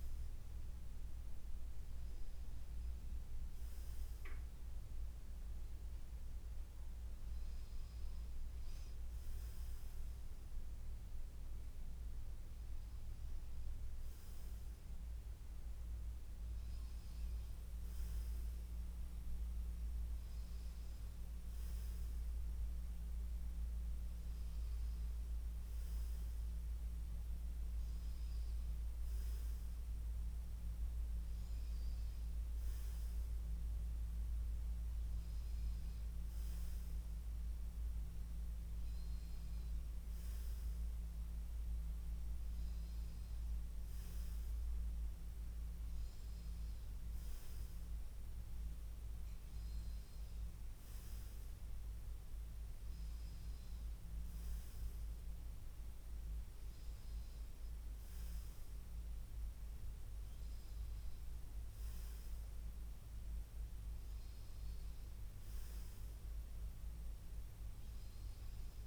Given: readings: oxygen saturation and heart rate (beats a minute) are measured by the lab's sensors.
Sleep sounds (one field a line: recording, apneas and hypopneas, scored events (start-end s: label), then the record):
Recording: breathing in sleep, hard to hear, by a room microphone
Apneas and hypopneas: none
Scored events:
none scored
From the record:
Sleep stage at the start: N2 (light sleep)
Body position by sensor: on the front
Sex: male